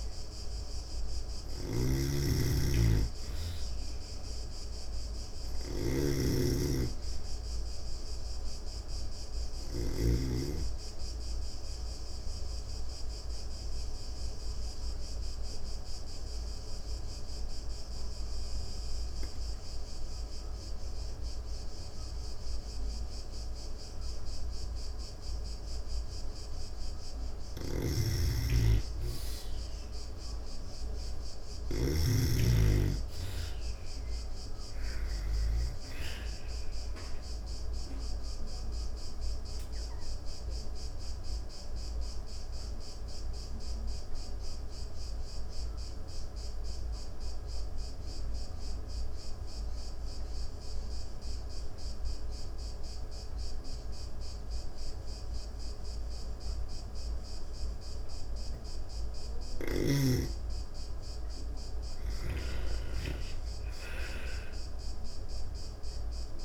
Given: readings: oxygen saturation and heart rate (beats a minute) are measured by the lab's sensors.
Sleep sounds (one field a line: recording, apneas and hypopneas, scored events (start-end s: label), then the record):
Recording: breathing in sleep by a room microphone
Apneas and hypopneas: 2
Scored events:
0.00-2.50 s: arousal
0.00-9.00 s: snoring (device-marked)
0.00-22.50 s: oxygen desaturation (device-marked, oxygen 85% lowest)
11.50-25.00 s: obstructive apnea (oxygen 98% before, 83% lowest)
26.50-31.00 s: snoring (device-marked)
28.50-32.00 s: arousal
31.50-53.50 s: oxygen desaturation (device-marked, oxygen 97% before, 85% lowest)
37.00-58.00 s: obstructive apnea (oxygen 97% before, 83% lowest)
60.00-64.50 s: arousal
61.00-66.45 s: snoring (device-marked)
62.50-66.45 s: oxygen desaturation (device-marked, oxygen 97% before, 83% lowest)
From the record:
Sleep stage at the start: N2 (light sleep)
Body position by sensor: on the back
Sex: female